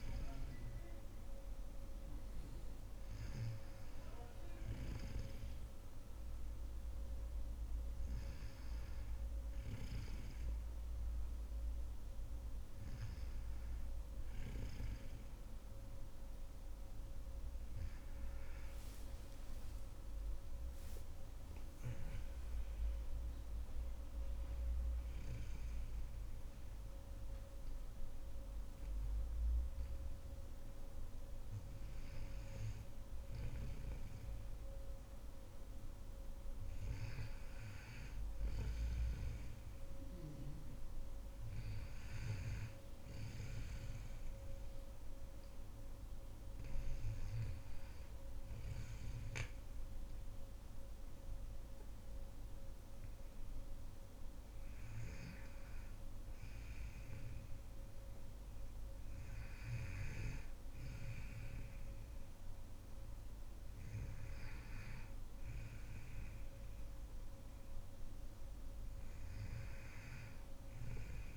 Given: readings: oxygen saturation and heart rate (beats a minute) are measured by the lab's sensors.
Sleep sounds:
breathing in sleep by a room microphone; none
17.00-21.00 s: arousal
40.00-51.00 s: oxygen desaturation (device-marked, oxygen 97% before, 94% lowest, heart rate 62 before, 60 extreme)
From the record:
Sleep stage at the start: N2 (light sleep); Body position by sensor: on the back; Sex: female

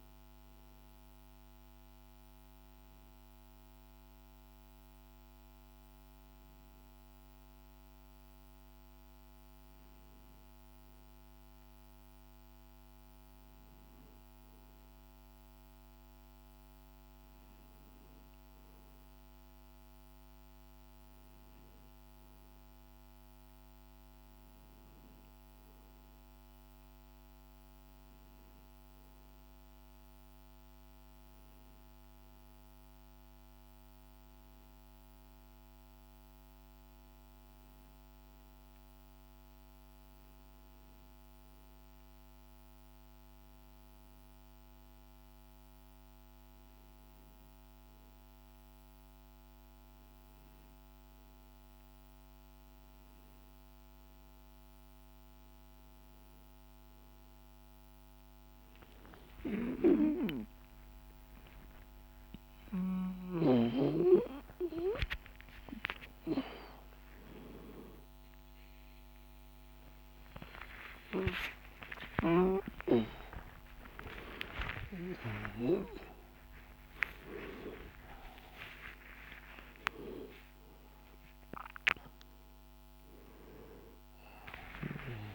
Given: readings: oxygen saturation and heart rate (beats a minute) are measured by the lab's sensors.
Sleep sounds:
a person partly awake in a sleep study, by a microphone on the trachea; none
56.50-85.35 s: new sleep stage, awake
From the record:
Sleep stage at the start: N1 (lightest sleep); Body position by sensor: on the back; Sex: male

